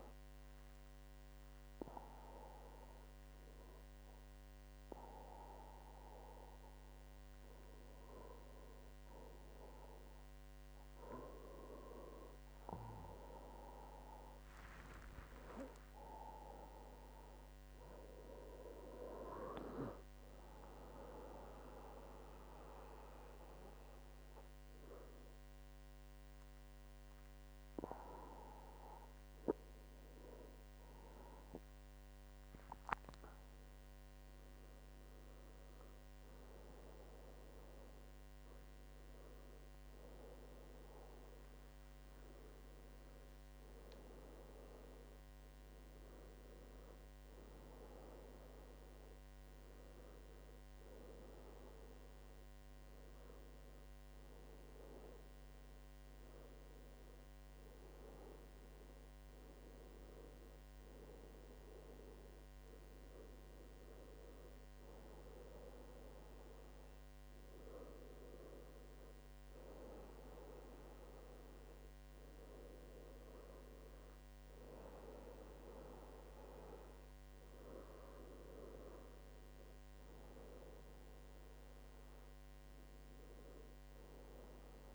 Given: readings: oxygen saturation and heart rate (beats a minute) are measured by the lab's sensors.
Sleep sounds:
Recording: breathing in sleep by a microphone on the trachea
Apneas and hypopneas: none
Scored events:
0.00-5.50 s: oxygen desaturation (device-marked, oxygen 92% lowest, heart rate 75 extreme)
14.50-84.95 s: new sleep stage, N1 (lightest sleep)
From the record:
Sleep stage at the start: N2 (light sleep)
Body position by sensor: on the back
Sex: male

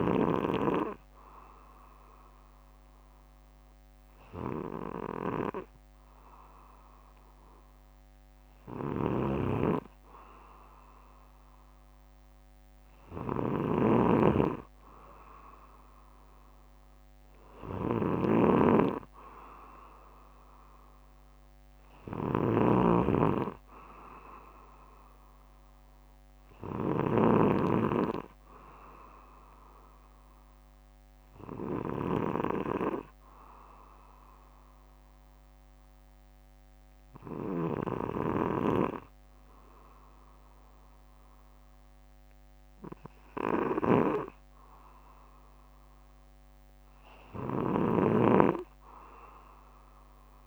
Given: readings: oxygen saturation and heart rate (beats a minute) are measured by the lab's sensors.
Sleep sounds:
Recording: breathing in sleep by a microphone on the trachea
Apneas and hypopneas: none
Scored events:
9.00-27.00 s: snoring (device-marked)
43.50-50.47 s: snoring (device-marked)
From the record:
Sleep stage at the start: N2 (light sleep)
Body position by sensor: on the back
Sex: male

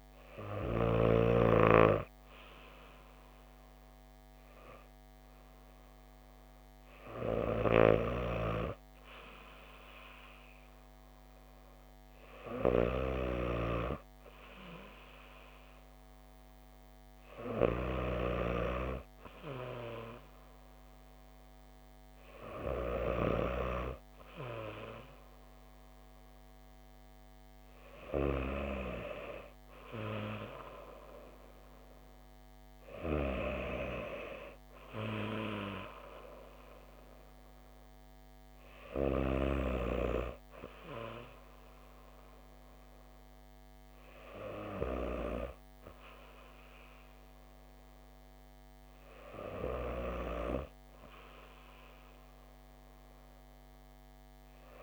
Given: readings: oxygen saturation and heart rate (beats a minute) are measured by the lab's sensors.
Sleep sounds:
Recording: breathing in sleep by a microphone on the trachea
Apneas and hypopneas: none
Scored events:
none scored
From the record:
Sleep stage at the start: N2 (light sleep)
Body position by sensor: on the back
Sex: female

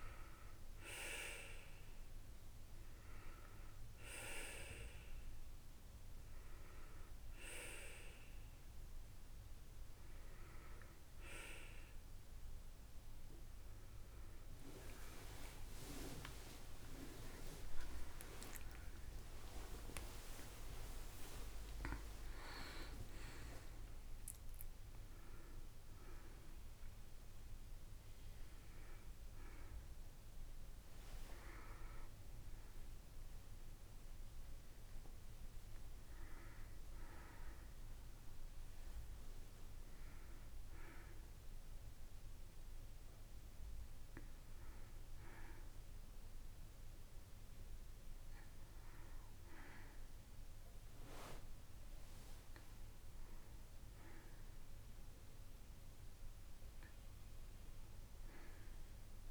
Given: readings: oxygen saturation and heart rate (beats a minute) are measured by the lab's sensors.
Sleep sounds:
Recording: a person awake in a sleep study, by a room microphone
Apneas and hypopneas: none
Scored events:
0.00-25.00 s: oxygen desaturation (device-marked, oxygen 91% lowest)
26.00-56.00 s: new sleep stage, awake
33.00-43.00 s: oxygen desaturation (device-marked, oxygen 98% before, 91% lowest)
56.00-59.31 s: new sleep stage, N2 (light sleep)
From the record:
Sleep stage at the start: N2 (light sleep)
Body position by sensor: on the right side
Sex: female

